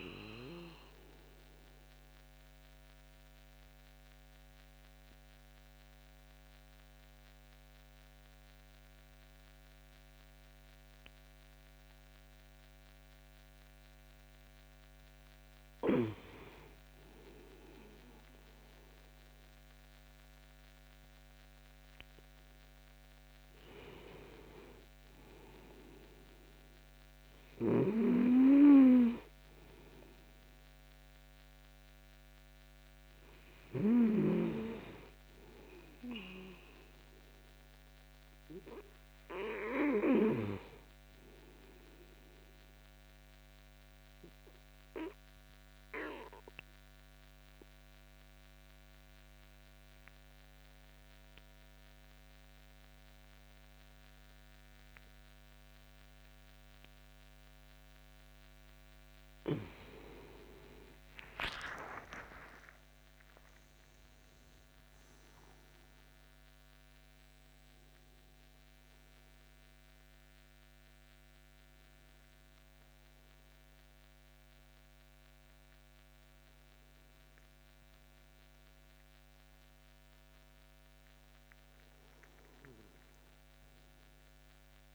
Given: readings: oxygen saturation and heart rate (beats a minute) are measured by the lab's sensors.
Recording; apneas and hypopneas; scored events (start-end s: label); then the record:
breathing in sleep by a microphone on the trachea; 2
0.50-15.00 s: obstructive apnea (oxygen 98% before, 94% lowest)
17.50-22.00 s: arousal
41.50-58.50 s: obstructive apnea (oxygen 98% before, 93% lowest)
60.50-64.50 s: arousal
65.50-84.95 s: oxygen desaturation (device-marked, oxygen 98% before, 93% lowest)
From the record:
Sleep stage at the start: N2 (light sleep); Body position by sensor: on the back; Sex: male